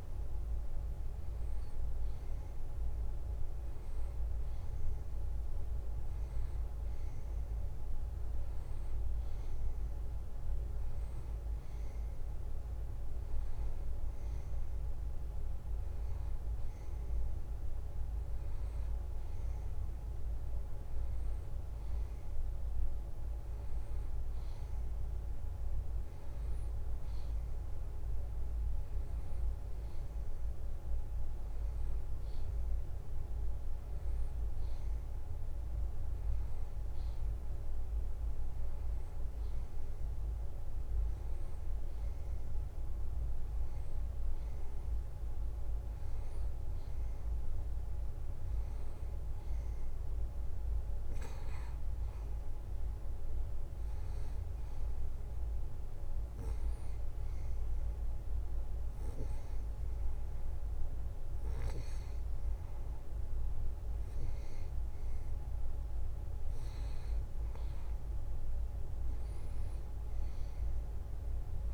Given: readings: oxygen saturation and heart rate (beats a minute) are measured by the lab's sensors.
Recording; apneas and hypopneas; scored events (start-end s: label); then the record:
breathing in sleep, hard to hear, by a room microphone; none
none scored
From the record:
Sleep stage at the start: N2 (light sleep); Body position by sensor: on the back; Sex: male